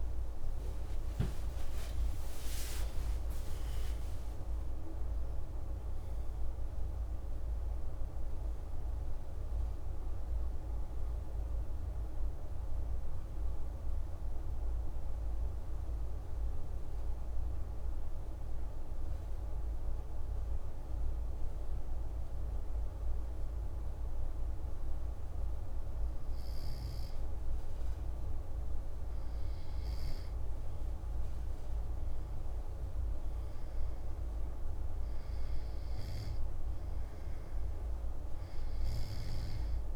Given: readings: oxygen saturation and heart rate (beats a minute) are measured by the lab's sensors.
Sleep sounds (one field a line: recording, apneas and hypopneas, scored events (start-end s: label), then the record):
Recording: breathing in sleep, hard to hear, by a room microphone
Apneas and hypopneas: 1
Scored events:
0.00-4.00 s: arousal
14.00-29.00 s: mixed apnea (oxygen 96% before, 93% lowest, heart rate 64 before, 37 extreme)
30.50-35.00 s: arousal
37.00-39.96 s: oxygen desaturation (device-marked, oxygen 97% before, 93% lowest)
From the record:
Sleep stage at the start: N2 (light sleep)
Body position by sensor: on the back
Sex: male